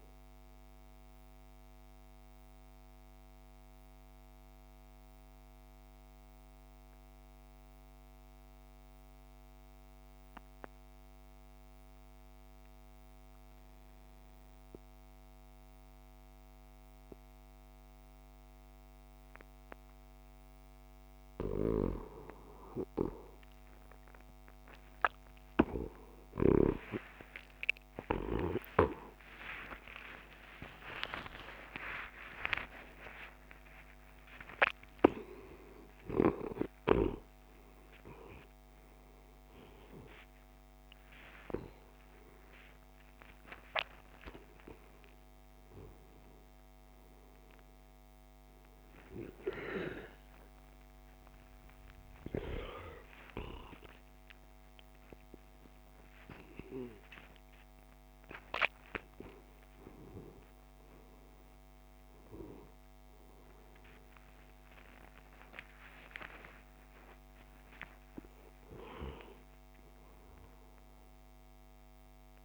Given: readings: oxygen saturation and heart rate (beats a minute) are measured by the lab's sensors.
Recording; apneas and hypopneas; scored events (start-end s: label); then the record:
a person awake in a sleep study, by a microphone on the trachea; 1
0.00-12.50 s: oxygen desaturation (device-marked, oxygen 94% lowest, heart rate 59 extreme)
0.50-21.00 s: mixed apnea (oxygen 98% before, 94% lowest)
23.50-72.45 s: new sleep stage, awake
From the record:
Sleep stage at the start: N2 (light sleep); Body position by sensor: on the back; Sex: male